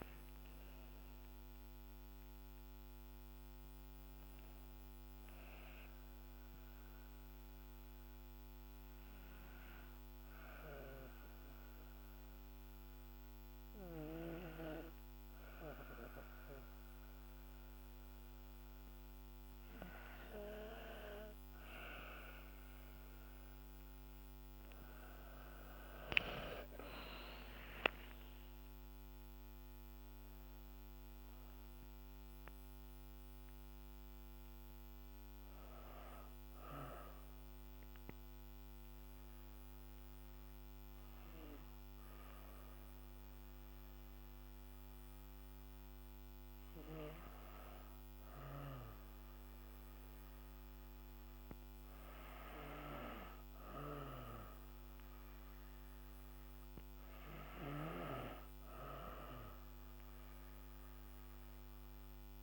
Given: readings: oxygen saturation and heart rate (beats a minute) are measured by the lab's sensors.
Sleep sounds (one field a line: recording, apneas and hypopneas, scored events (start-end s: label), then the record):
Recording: breathing in sleep by a microphone on the trachea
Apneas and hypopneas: 2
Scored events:
5.50-22.00 s: obstructive apnea (oxygen 99% before, 94% lowest, heart rate 65 before, 52 extreme, up 13 after)
22.50-48.50 s: oxygen desaturation (device-marked, oxygen 98% before, 94% lowest, heart rate 55 before, 54 extreme)
25.00-28.50 s: arousal
36.50-47.50 s: obstructive apnea (oxygen 98% before, 94% lowest, heart rate 60 before, 54 extreme, up 4 after)
50.50-54.00 s: arousal
From the record:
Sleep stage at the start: N2 (light sleep)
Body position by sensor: on the back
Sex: female